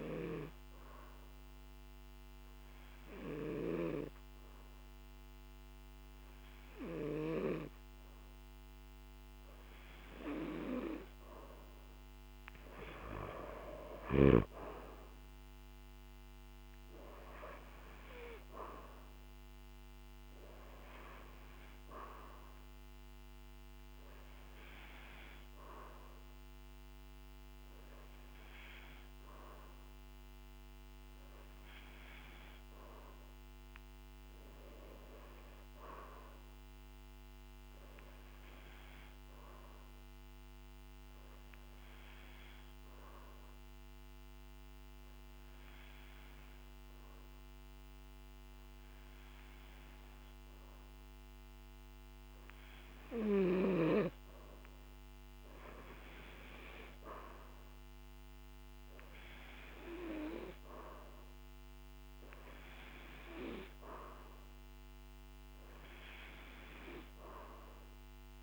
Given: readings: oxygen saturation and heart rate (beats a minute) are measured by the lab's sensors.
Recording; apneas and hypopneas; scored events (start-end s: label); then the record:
breathing in sleep by a microphone on the trachea; 1
37.00-53.50 s: hypopnea (oxygen 95% before, 94% lowest, heart rate 52 before, 49 extreme, up 12 after)
55.00-59.00 s: arousal
From the record:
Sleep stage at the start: N2 (light sleep); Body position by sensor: on the back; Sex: male